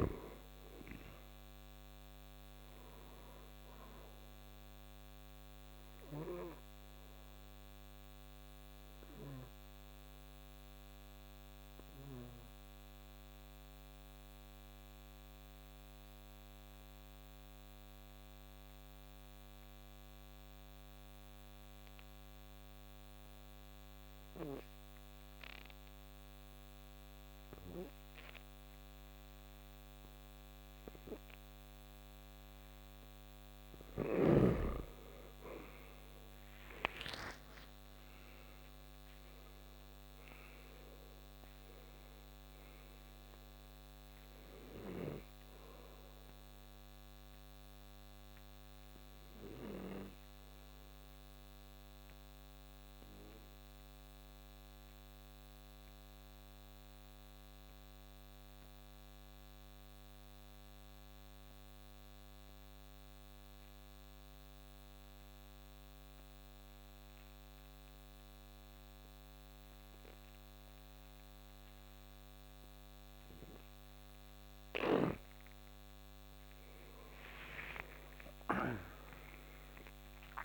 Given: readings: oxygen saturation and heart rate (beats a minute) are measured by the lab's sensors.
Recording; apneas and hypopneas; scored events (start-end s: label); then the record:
breathing in sleep by a microphone on the trachea; 2
0.00-15.50 s: oxygen desaturation (device-marked, oxygen 83% lowest, heart rate 64 extreme)
6.50-33.00 s: obstructive apnea (oxygen 98% before, 83% lowest, heart rate 70 before, 60 extreme, up 10 after)
25.50-56.50 s: oxygen desaturation (device-marked, oxygen 98% before, 83% lowest, heart rate 67 before, 60 extreme)
35.00-41.00 s: arousal
44.50-74.50 s: obstructive apnea (oxygen 98% before, 83% lowest, heart rate 69 before, 59 extreme, up 21 after)
70.50-80.45 s: oxygen desaturation (device-marked, oxygen 98% before, 85% lowest, heart rate 64 before, 59 extreme)
76.50-80.45 s: arousal
From the record:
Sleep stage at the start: N2 (light sleep); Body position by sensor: on the back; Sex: male